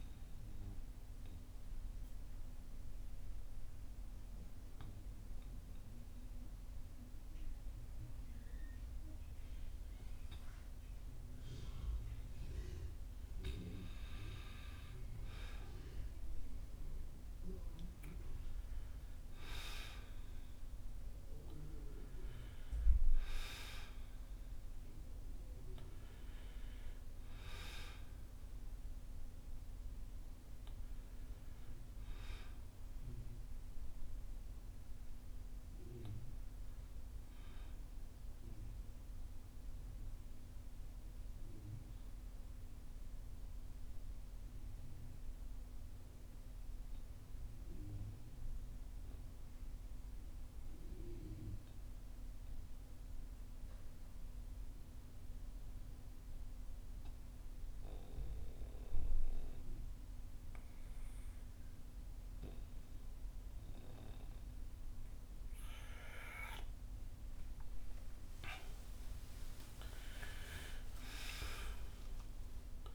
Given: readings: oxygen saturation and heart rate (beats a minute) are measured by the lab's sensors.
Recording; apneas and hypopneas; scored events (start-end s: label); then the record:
breathing in sleep by a room microphone; 2
0.50-12.50 s: obstructive apnea (oxygen 97% before, 89% lowest, heart rate 56 before, 49 extreme, up 5 after)
15.50-20.50 s: arousal
33.50-51.50 s: oxygen desaturation (device-marked, oxygen 93% before, 89% lowest, heart rate 54 before, 48 extreme)
39.50-67.50 s: obstructive apnea (oxygen 94% before, 89% lowest, heart rate 54 before, 48 extreme, up 7 after)
68.50-72.00 s: arousal
70.50-72.94 s: oxygen desaturation (device-marked, oxygen 96% before, 91% lowest, heart rate 57 before, 49 extreme)
From the record:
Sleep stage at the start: N2 (light sleep); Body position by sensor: on the back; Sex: male